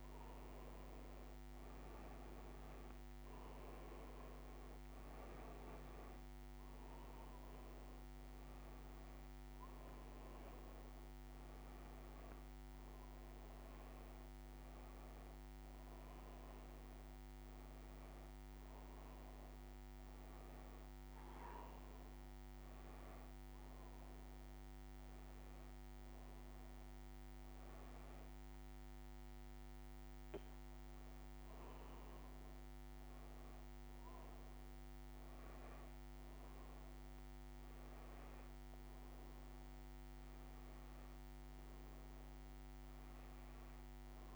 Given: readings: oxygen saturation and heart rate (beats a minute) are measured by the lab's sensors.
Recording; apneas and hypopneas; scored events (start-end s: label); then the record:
breathing in sleep, hard to hear, by a microphone on the trachea; none
none scored
From the record:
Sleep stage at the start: N2 (light sleep); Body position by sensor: on the back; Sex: female